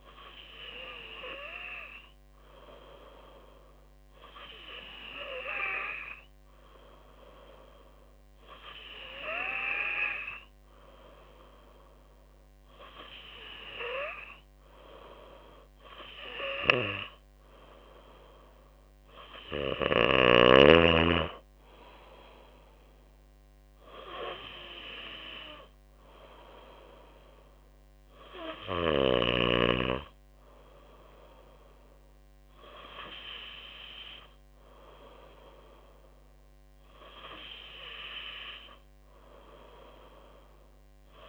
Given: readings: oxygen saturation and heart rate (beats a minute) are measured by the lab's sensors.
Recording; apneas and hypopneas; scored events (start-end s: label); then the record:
breathing in sleep by a microphone on the trachea; none
none scored
From the record:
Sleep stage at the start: N2 (light sleep); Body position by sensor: on the back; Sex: female